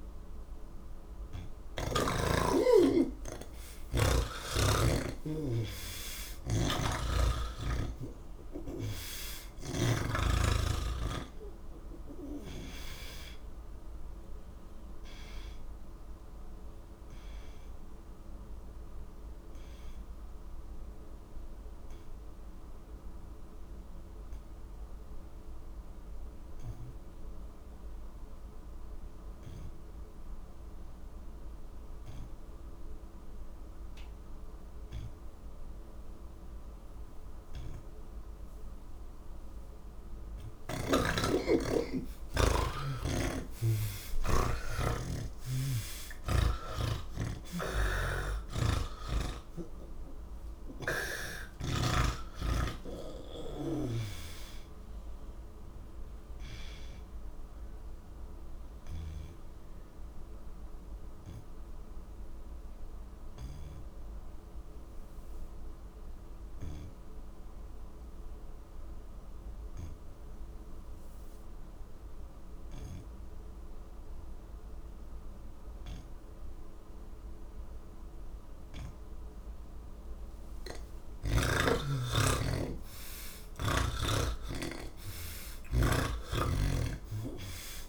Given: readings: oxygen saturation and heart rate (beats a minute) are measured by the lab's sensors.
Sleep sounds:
breathing in sleep by a room microphone; none
6.00-9.50 s: snoring (device-marked)
10.50-41.50 s: oxygen desaturation (device-marked, oxygen 92% before, 77% lowest, heart rate 73 before, 71 extreme)
47.50-51.50 s: snoring (device-marked)
50.50-74.50 s: oxygen desaturation (device-marked, oxygen 86% before, 78% lowest, heart rate 81 before, 71 extreme)
80.00-83.50 s: snoring (device-marked)
83.50-87.89 s: new sleep stage, N1 (lightest sleep)
From the record:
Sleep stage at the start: N3 (deep sleep); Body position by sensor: on the back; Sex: male

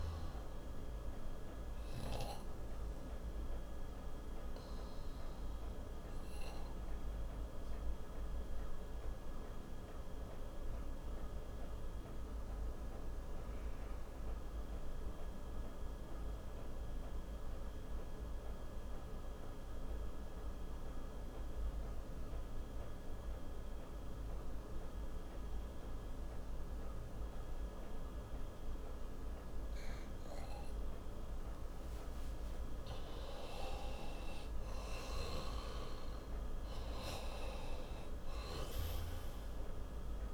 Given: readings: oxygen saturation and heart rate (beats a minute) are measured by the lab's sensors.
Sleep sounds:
breathing in sleep, hard to hear, by a room microphone; 1
0.00-23.50 s: oxygen desaturation (device-marked, oxygen 90% lowest, heart rate 56 extreme)
3.00-31.00 s: obstructive apnea (oxygen 97% before, 89% lowest, heart rate 63 before, 56 extreme, up 11 after)
33.00-37.50 s: arousal
From the record:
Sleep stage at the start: N2 (light sleep); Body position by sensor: on the right side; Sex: male

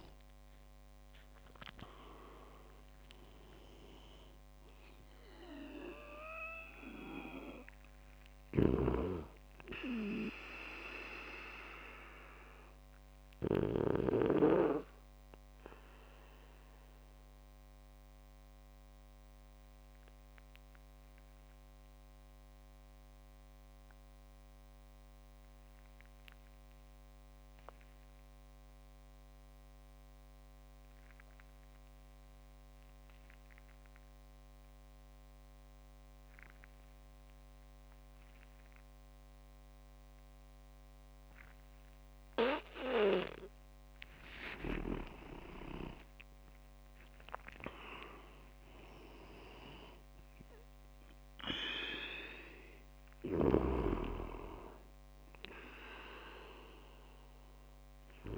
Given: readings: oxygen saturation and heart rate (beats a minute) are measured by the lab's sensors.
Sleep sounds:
breathing in sleep by a microphone on the trachea; 1
0.00-10.00 s: oxygen desaturation (device-marked, oxygen 92% lowest)
0.00-19.00 s: tachycardia (device-marked)
8.50-14.00 s: snoring (device-marked)
17.50-42.50 s: obstructive apnea (oxygen 98% before, 92% lowest)
45.00-48.00 s: arousal
45.00-58.38 s: oxygen desaturation (device-marked, oxygen 99% before, 93% lowest)
From the record:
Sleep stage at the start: N2 (light sleep); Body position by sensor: on the back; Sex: male

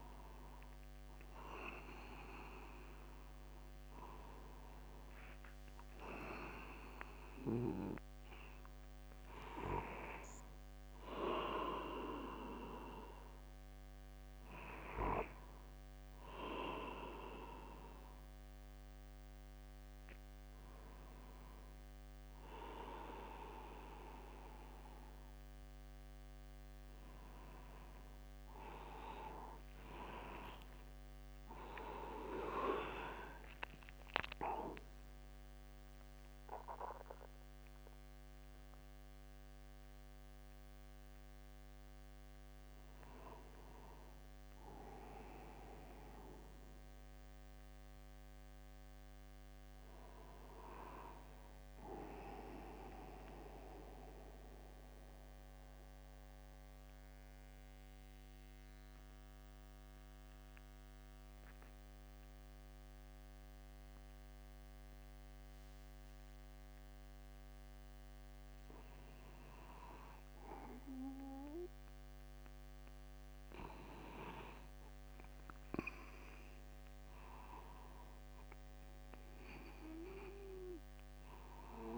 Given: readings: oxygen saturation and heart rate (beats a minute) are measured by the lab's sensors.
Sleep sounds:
a person partly awake in a sleep study, by a microphone on the trachea; 1
4.00-34.00 s: new sleep stage, awake
34.00-64.00 s: new sleep stage, N1 (lightest sleep)
53.00-69.00 s: central apnea (oxygen 99% before, 94% lowest, heart rate 51 before, 49 extreme, up 1 after)
64.00-81.98 s: new sleep stage, N2 (light sleep)
74.00-78.00 s: arousal
From the record:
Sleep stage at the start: N2 (light sleep); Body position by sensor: upright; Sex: male

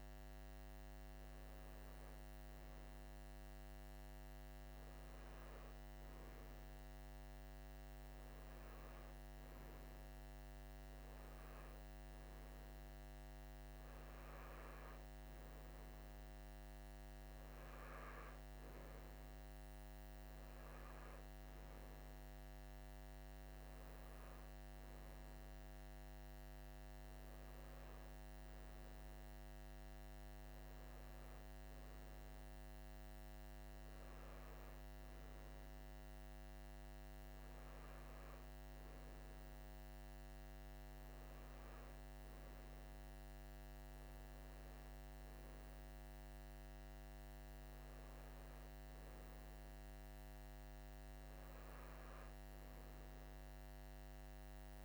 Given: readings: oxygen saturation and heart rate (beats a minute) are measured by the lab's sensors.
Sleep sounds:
breathing in sleep, hard to hear, by a microphone on the trachea; none
none scored
From the record:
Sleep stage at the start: N2 (light sleep); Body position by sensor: on the right side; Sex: male

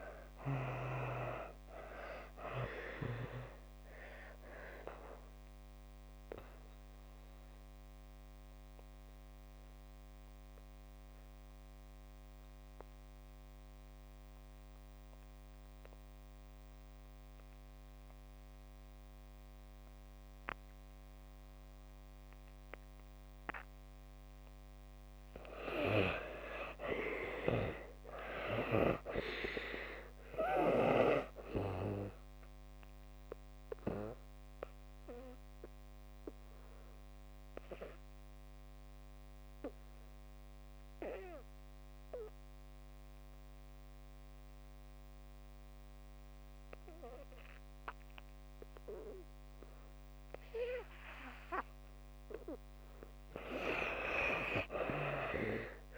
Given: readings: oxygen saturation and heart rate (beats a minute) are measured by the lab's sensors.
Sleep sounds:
breathing in sleep by a microphone on the trachea; 2
0.00-22.50 s: oxygen desaturation (device-marked, oxygen 68% lowest)
3.50-24.00 s: obstructive apnea (oxygen 97% before, 68% lowest)
26.00-29.00 s: arousal
26.50-51.50 s: oxygen desaturation (device-marked, oxygen 97% before, 76% lowest)
33.00-51.50 s: obstructive apnea (oxygen 97% before, 76% lowest)
53.50-55.98 s: arousal
53.50-55.98 s: oxygen desaturation (device-marked, oxygen 95% before, 76% lowest)
From the record:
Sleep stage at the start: N2 (light sleep); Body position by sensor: on the back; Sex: female

